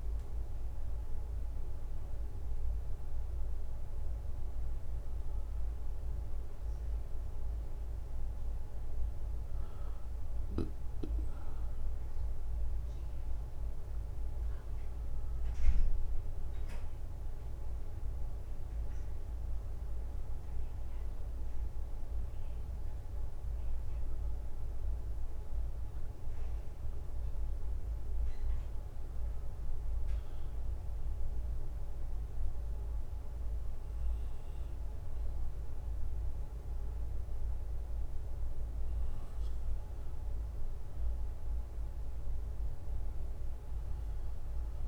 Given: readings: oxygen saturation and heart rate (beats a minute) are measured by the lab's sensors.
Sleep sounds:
a person awake in a sleep study, hard to hear, by a room microphone; none
27.50-44.88 s: new sleep stage, N2 (light sleep)
From the record:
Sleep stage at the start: awake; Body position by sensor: on the right side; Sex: male

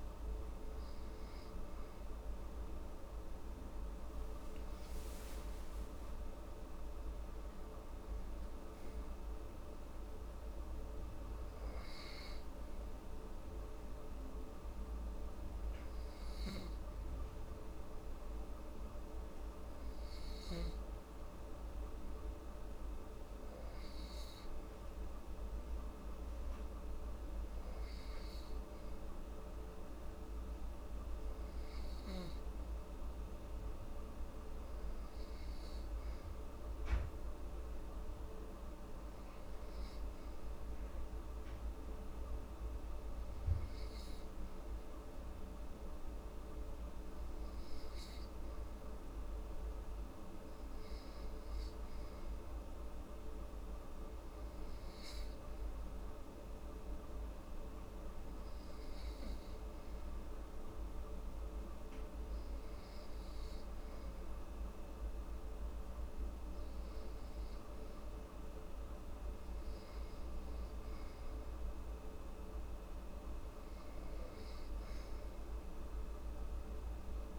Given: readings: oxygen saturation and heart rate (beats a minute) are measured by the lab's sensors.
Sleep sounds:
breathing in sleep, hard to hear, by a room microphone; 1
39.00-67.00 s: hypopnea (oxygen 96% before, 90% lowest)
70.00-72.50 s: arousal
From the record:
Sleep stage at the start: REM sleep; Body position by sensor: on the back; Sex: female

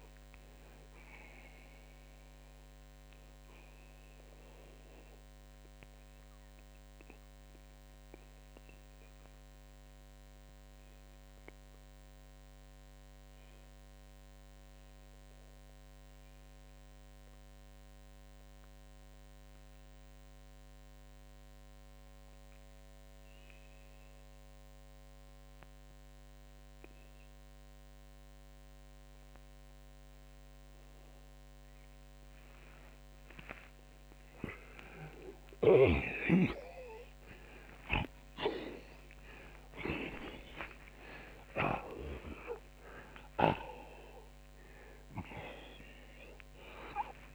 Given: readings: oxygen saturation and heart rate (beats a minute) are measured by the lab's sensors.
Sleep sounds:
breathing in sleep by a microphone on the trachea; 1
2.50-26.50 s: oxygen desaturation (device-marked, oxygen 93% before, 80% lowest)
4.50-33.50 s: mixed apnea (oxygen 94% before, 78% lowest)
35.00-41.50 s: snoring (device-marked)
36.00-39.50 s: arousal
42.50-47.35 s: oxygen desaturation (device-marked, oxygen 93% before, 78% lowest)
From the record:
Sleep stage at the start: N2 (light sleep); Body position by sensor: on the back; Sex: male

